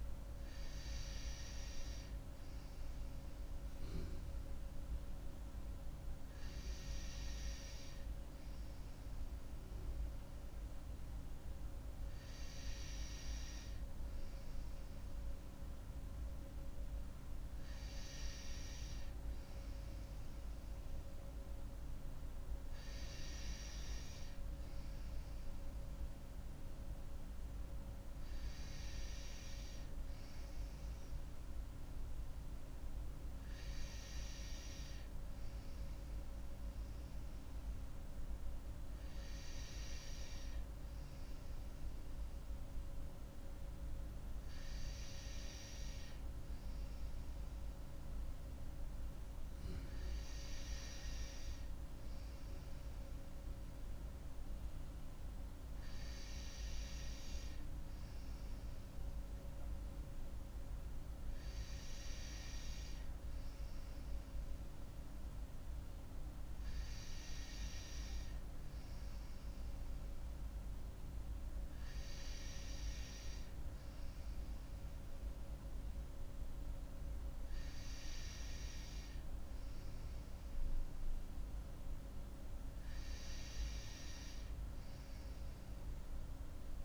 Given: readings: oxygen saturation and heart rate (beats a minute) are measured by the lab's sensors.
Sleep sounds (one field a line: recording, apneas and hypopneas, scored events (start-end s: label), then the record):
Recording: breathing in sleep, hard to hear, by a room microphone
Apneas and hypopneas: none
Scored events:
none scored
From the record:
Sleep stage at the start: N2 (light sleep)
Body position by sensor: on the right side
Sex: female